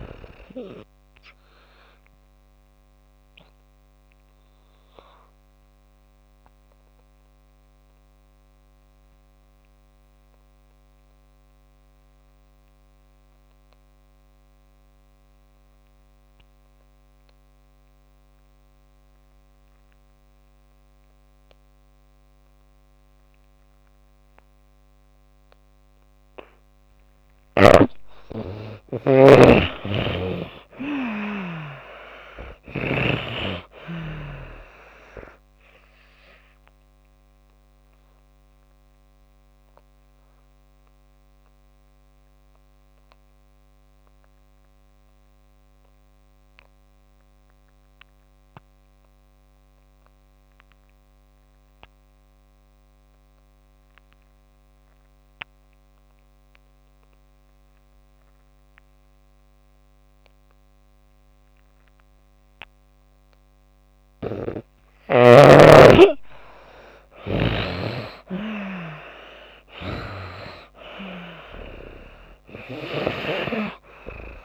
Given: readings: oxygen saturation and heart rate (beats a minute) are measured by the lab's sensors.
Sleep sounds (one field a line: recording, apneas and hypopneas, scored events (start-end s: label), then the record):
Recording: breathing in sleep by a microphone on the trachea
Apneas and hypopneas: 2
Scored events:
1.50-26.50 s: obstructive apnea (oxygen 97% before, 86% lowest)
2.00-19.00 s: oxygen desaturation (device-marked, oxygen 97% before, 86% lowest)
28.00-31.50 s: arousal
36.00-63.00 s: oxygen desaturation (device-marked, oxygen 97% before, 86% lowest)
37.00-62.00 s: obstructive apnea (oxygen 97% before, 81% lowest)
65.50-70.00 s: arousal
From the record:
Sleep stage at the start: N2 (light sleep)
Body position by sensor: on the back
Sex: female